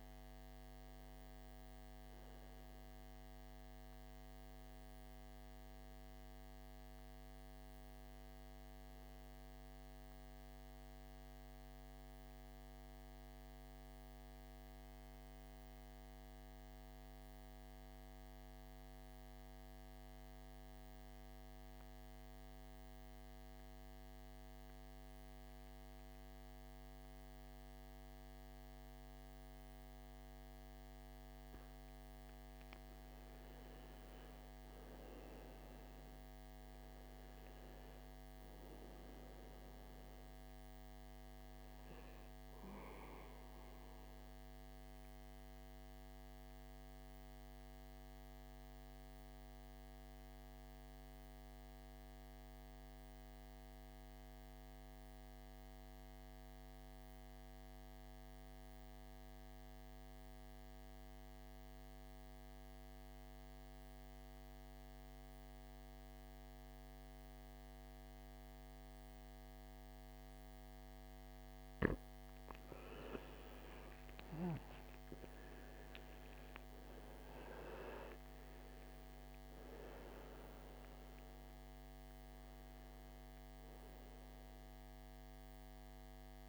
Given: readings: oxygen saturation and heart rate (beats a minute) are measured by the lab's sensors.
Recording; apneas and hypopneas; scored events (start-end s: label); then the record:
breathing in sleep, hard to hear, by a microphone on the trachea; 2
0.00-14.00 s: oxygen desaturation (device-marked, oxygen 84% lowest, heart rate 52 extreme)
11.00-32.00 s: mixed apnea (oxygen 98% before, 83% lowest, heart rate 65 before, 52 extreme, up 13 after)
33.50-37.00 s: arousal
35.00-58.00 s: oxygen desaturation (device-marked, oxygen 98% before, 88% lowest, heart rate 55 before, 56 extreme)
44.50-71.50 s: mixed apnea (oxygen 98% before, 83% lowest, heart rate 60 before, 56 extreme, up 16 after)
70.00-86.49 s: oxygen desaturation (device-marked, oxygen 98% before, 83% lowest, heart rate 58 before, 52 extreme)
74.00-78.00 s: arousal
From the record:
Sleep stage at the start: N2 (light sleep); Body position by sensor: on the back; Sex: male